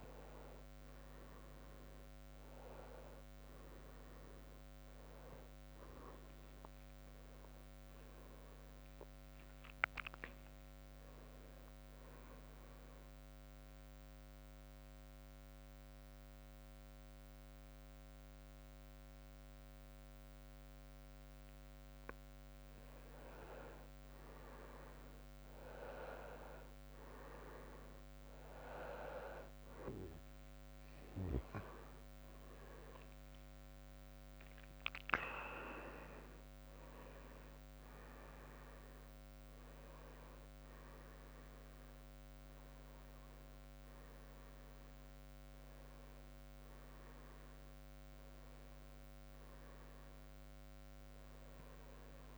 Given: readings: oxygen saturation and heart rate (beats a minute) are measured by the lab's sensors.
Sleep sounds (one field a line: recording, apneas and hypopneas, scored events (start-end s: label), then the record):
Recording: breathing in sleep by a microphone on the trachea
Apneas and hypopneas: 1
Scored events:
13.50-23.50 s: obstructive apnea (oxygen 98% before, 94% lowest, heart rate 68 before, 64 extreme, up 3 after)
33.00-37.00 s: arousal
From the record:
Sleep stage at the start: N2 (light sleep)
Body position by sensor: on the back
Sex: male